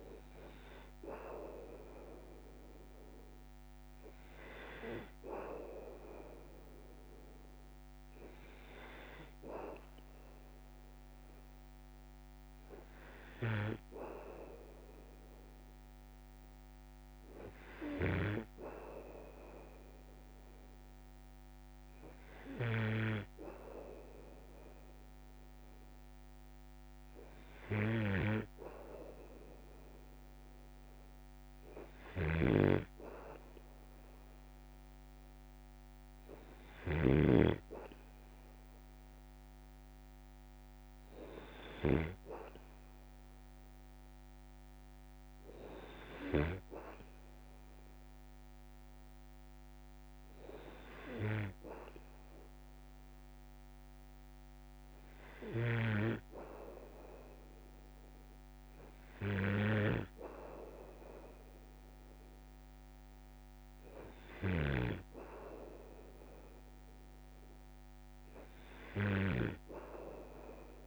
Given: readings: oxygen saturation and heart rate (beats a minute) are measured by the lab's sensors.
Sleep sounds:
breathing in sleep by a microphone on the trachea; none
18.00-23.00 s: snoring (device-marked)
32.00-46.50 s: snoring (device-marked)
55.50-69.50 s: snoring (device-marked)
From the record:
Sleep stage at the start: N2 (light sleep); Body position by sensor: on the back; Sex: male

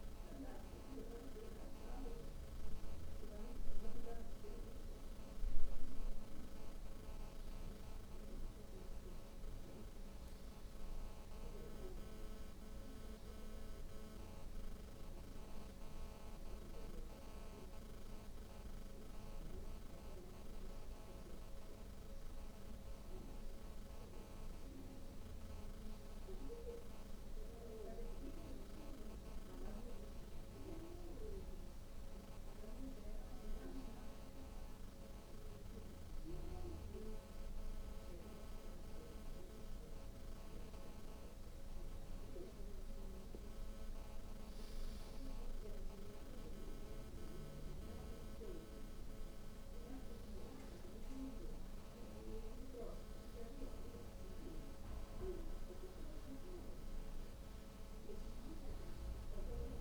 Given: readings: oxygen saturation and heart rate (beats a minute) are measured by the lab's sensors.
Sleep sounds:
breathing in sleep by a room microphone; none
none scored
From the record:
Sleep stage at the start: N2 (light sleep); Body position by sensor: on the back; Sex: female

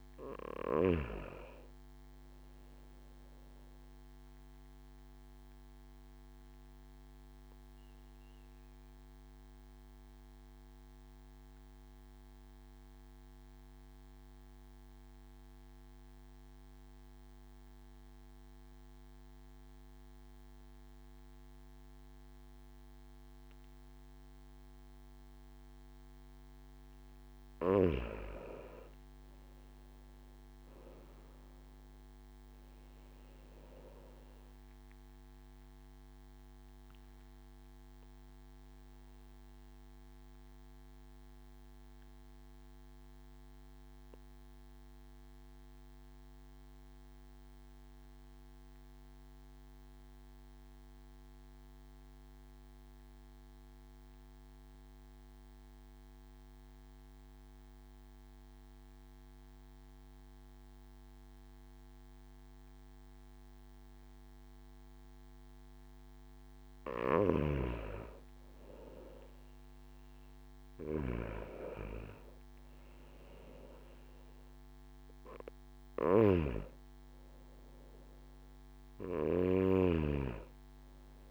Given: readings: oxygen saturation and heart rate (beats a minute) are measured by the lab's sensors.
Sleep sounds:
breathing in sleep by a microphone on the trachea; 2
6.00-25.50 s: obstructive apnea (oxygen 97% before, 92% lowest)
27.00-30.50 s: arousal
37.50-65.00 s: obstructive apnea (oxygen 97% before, 92% lowest)
62.50-81.31 s: oxygen desaturation (device-marked, oxygen 97% before, 92% lowest)
68.50-73.50 s: arousal
76.00-81.31 s: snoring (device-marked)
From the record:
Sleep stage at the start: N2 (light sleep); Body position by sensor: on the back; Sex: male

